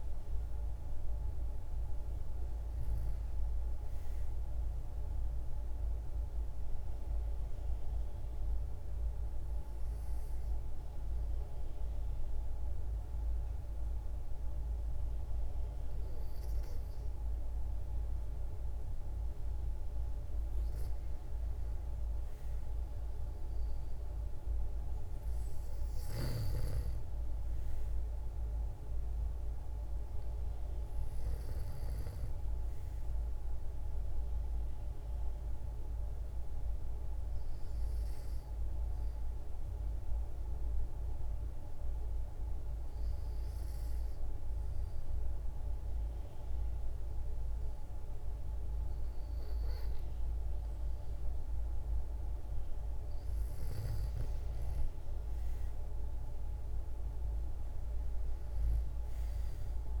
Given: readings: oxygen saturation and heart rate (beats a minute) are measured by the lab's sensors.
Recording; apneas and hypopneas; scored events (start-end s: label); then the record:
breathing in sleep, hard to hear, by a room microphone; 2
4.50-19.50 s: obstructive apnea (oxygen 96% before, 92% lowest, heart rate 63 before, 57 extreme, up 3 after)
21.00-24.50 s: arousal
34.50-50.50 s: hypopnea (oxygen 96% before, 91% lowest, heart rate 60 before, 57 extreme, up 6 after)
54.00-58.00 s: arousal
From the record:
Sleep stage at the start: N2 (light sleep); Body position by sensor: on the back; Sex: female